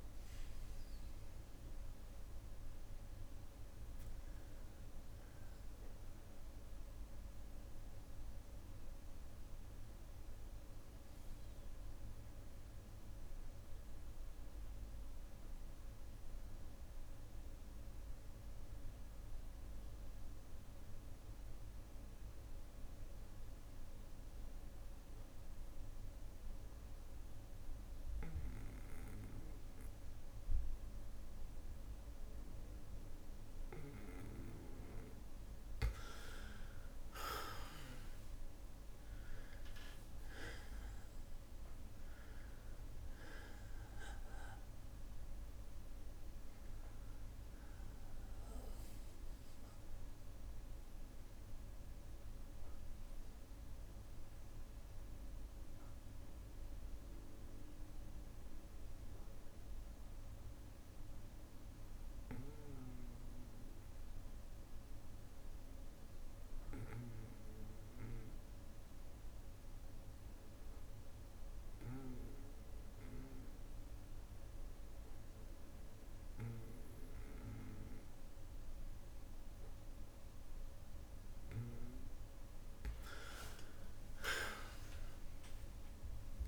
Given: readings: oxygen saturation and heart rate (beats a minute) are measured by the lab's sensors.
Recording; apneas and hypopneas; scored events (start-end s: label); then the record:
breathing in sleep by a room microphone; 2
0.00-18.50 s: oxygen desaturation (device-marked, oxygen 92% lowest, heart rate 56 extreme)
0.00-32.50 s: bradycardia (device-marked, heart rate 56 extreme)
8.50-35.50 s: obstructive apnea (oxygen 98% before, 92% lowest, heart rate 60 before, 56 extreme, up 5 after)
35.50-63.50 s: oxygen desaturation (device-marked, oxygen 98% before, 92% lowest, heart rate 58 before, 56 extreme)
36.50-41.00 s: arousal
46.50-79.50 s: bradycardia (device-marked, heart rate 61 before, 56 extreme)
51.50-80.50 s: obstructive apnea (oxygen 98% before, 92% lowest, heart rate 61 before, 56 extreme, up 24 after)
81.50-86.48 s: oxygen desaturation (device-marked, oxygen 98% before, 92% lowest, heart rate 57 before, 52 extreme)
82.50-86.48 s: arousal
83.50-85.50 s: long interval between heartbeats (device-marked, heart rate 58 before, 77 extreme)
From the record:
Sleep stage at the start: N2 (light sleep); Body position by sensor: on the back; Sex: male